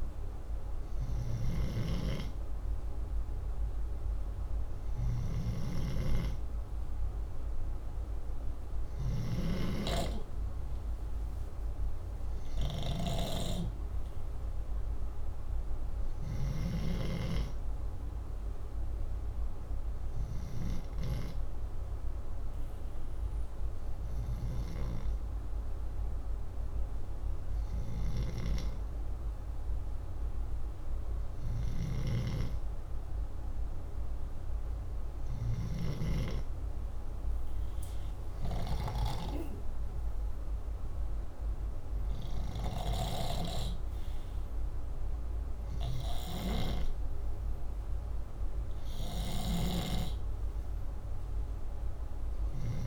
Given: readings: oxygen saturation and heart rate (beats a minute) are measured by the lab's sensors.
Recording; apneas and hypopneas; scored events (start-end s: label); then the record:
breathing in sleep by a room microphone; 1
0.00-16.50 s: snoring (device-marked)
20.00-36.00 s: hypopnea (oxygen 95% before, 93% lowest, heart rate 69 before, 60 extreme, up 35 after)
38.00-42.50 s: arousal
47.00-52.87 s: oxygen desaturation (device-marked, oxygen 96% before, 93% lowest, heart rate 73 before, 62 extreme)
49.00-52.87 s: snoring (device-marked)
From the record:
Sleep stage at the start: N2 (light sleep); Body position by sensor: upright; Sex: male